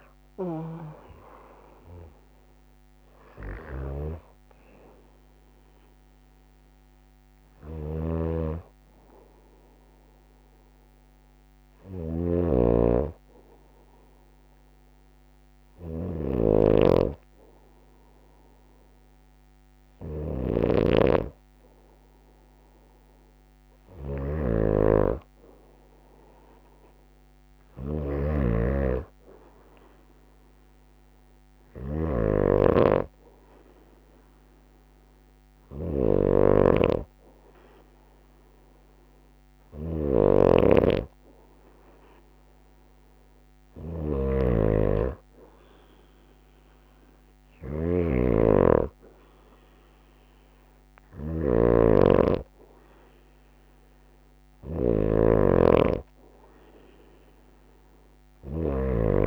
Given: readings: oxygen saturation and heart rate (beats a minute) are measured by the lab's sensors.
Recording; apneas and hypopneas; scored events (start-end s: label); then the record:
breathing in sleep by a microphone on the trachea; none
7.00-28.00 s: snoring (device-marked)
39.50-51.00 s: snoring (device-marked)
From the record:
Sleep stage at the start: N2 (light sleep); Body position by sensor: on the right side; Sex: female